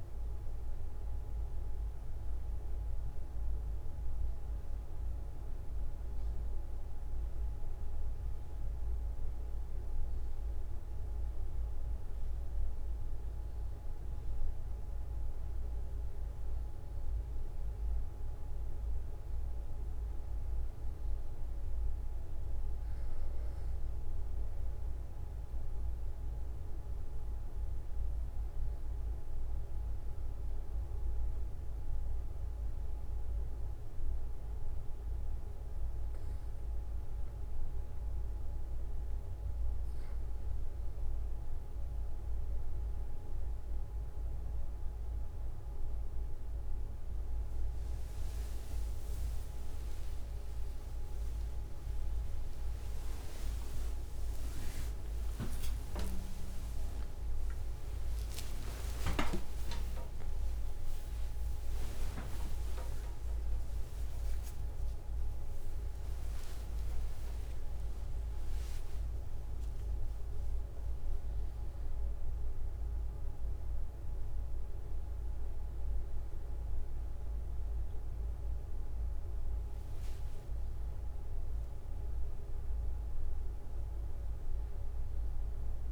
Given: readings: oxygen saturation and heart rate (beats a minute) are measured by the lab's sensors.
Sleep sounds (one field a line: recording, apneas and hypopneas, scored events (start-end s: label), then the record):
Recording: a person partly awake in a sleep study, hard to hear, by a room microphone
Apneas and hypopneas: 1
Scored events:
25.00-40.00 s: mixed apnea (oxygen 95% before, 93% lowest, heart rate 47 before, 44 extreme, up 4 after)
44.00-74.00 s: new sleep stage, awake
51.00-53.00 s: long interval between heartbeats (device-marked, heart rate 47 before, 82 extreme)
53.00-55.00 s: long interval between heartbeats (device-marked, heart rate 51 before, 97 extreme)
56.50-58.50 s: long interval between heartbeats (device-marked, heart rate 59 before, 120 extreme)
58.00-69.00 s: oxygen desaturation (device-marked, oxygen 96% before, 93% lowest)
59.00-61.00 s: long interval between heartbeats (device-marked, heart rate 71 before, 140 extreme)
61.00-63.00 s: long interval between heartbeats (device-marked, heart rate 81 before, 155 extreme)
67.00-69.00 s: long interval between heartbeats (device-marked, heart rate 107 before, 38 extreme)
74.00-85.92 s: new sleep stage, N1 (lightest sleep)
79.50-81.50 s: long interval between heartbeats (device-marked)
From the record:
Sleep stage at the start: REM sleep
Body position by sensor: on the back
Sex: male